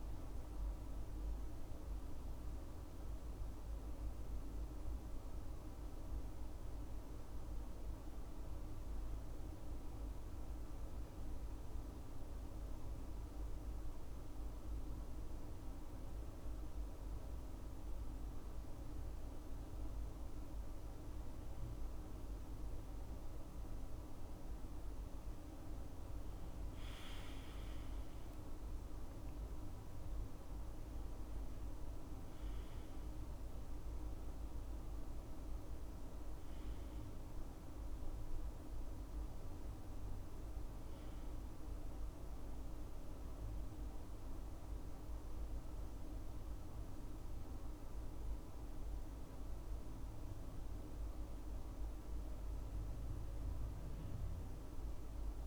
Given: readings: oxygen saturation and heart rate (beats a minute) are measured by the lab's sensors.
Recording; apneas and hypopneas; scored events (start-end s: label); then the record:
breathing in sleep, hard to hear, by a room microphone; 1
6.50-55.47 s: new sleep stage, N2 (light sleep)
11.00-22.50 s: hypopnea (oxygen 95% before, 92% lowest, heart rate 74 before, 69 extreme, up 11 after)
19.50-41.50 s: oxygen desaturation (device-marked, oxygen 96% before, 92% lowest, heart rate 73 before, 68 extreme)
25.00-29.00 s: arousal
50.00-54.00 s: arousal
From the record:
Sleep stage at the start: N1 (lightest sleep); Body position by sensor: on the back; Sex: male